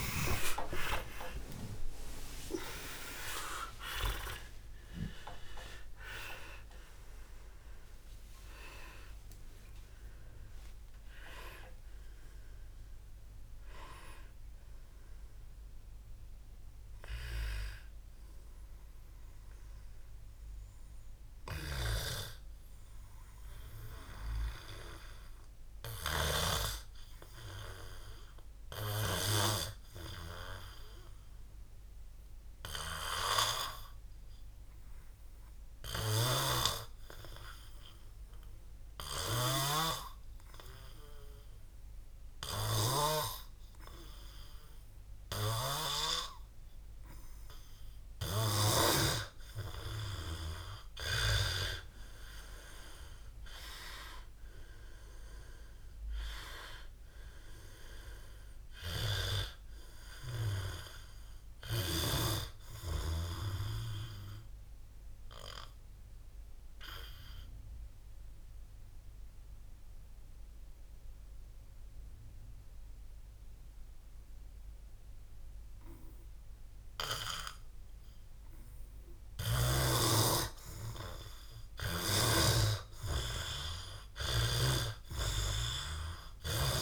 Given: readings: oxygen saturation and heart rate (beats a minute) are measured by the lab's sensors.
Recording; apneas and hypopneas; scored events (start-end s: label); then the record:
breathing in sleep by a room microphone; 2
0.00-2.50 s: arousal
34.00-49.50 s: hypopnea (oxygen 96% before, 91% lowest, heart rate 71 before, 61 extreme)
36.00-49.00 s: snoring (device-marked)
51.00-54.50 s: arousal
53.00-79.00 s: oxygen desaturation (device-marked, oxygen 100% before, 94% lowest, heart rate 64 before, 60 extreme)
65.00-77.50 s: obstructive apnea (oxygen 100% before, 91% lowest, heart rate 97 before, 60 extreme, up 5 after)
79.00-86.50 s: snoring (device-marked)
80.50-85.00 s: arousal
From the record:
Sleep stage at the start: N2 (light sleep); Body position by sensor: on the back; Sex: male